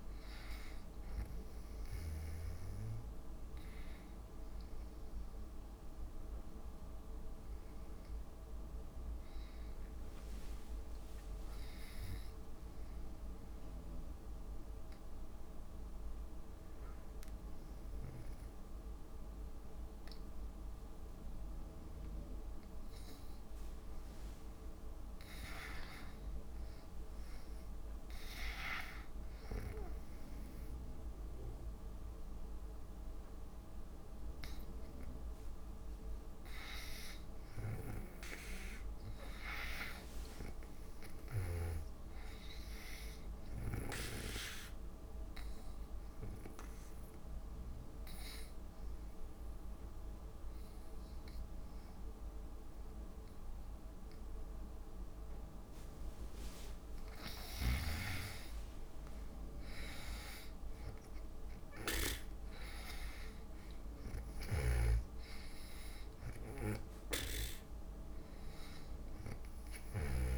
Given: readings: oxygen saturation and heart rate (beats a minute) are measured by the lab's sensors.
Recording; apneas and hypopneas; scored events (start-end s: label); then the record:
breathing in sleep by a room microphone; 2
0.00-18.50 s: oxygen desaturation (device-marked, oxygen 80% lowest)
13.50-26.00 s: hypopnea (oxygen 95% before, 82% lowest)
25.50-56.50 s: oxygen desaturation (device-marked, oxygen 98% before, 89% lowest)
27.50-31.00 s: arousal
38.00-42.00 s: snoring (device-marked)
44.50-57.50 s: obstructive apnea (oxygen 98% before, 82% lowest)
59.00-63.00 s: arousal
64.50-70.38 s: oxygen desaturation (device-marked, oxygen 92% before, 82% lowest)
64.50-70.38 s: snoring (device-marked)
From the record:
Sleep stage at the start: N2 (light sleep); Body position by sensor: on the back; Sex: female